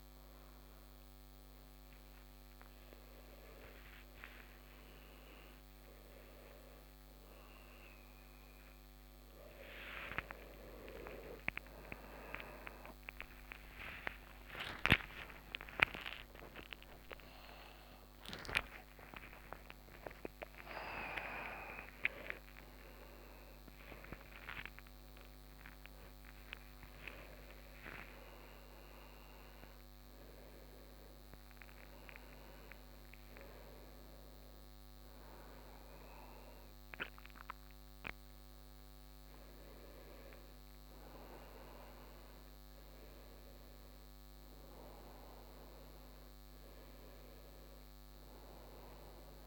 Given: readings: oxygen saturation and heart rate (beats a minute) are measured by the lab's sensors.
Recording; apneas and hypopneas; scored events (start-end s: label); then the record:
a person awake in a sleep study, by a microphone on the trachea; none
11.50-49.46 s: new sleep stage, awake
From the record:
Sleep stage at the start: N1 (lightest sleep); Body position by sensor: on the right side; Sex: male